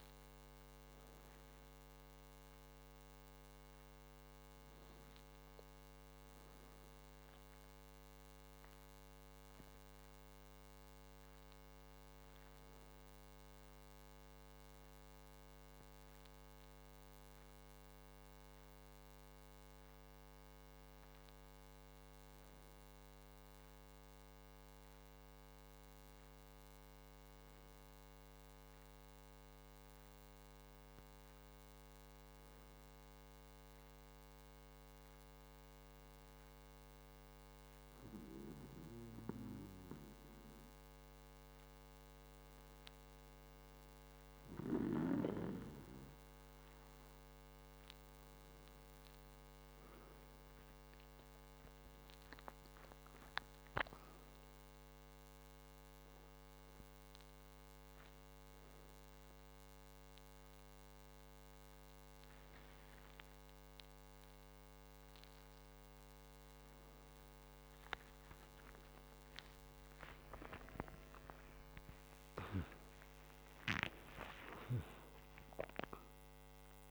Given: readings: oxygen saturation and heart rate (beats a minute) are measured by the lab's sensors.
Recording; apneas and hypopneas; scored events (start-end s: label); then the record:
breathing in sleep by a microphone on the trachea; none
51.00-55.50 s: arousal
63.50-76.91 s: new sleep stage, N1 (lightest sleep)
68.50-74.00 s: arousal
From the record:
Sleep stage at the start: N2 (light sleep); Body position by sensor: on the back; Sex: male